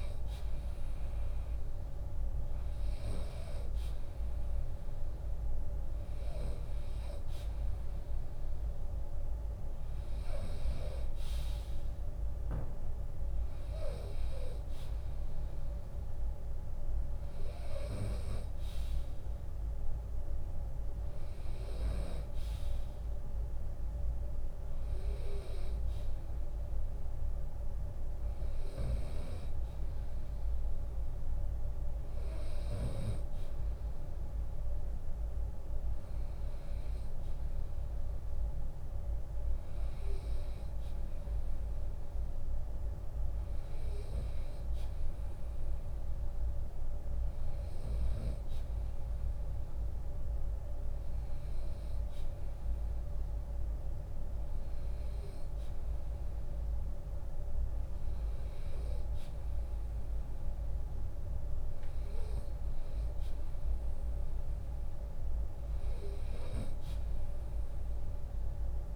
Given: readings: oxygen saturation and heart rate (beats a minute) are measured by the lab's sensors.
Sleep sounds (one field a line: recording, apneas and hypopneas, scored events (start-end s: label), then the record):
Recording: breathing in sleep by a room microphone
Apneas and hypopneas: none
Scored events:
0.00-3.50 s: drop in pulse transit time (device-marked, heart rate 75 extreme)
From the record:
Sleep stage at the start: N2 (light sleep)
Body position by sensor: on the right side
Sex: male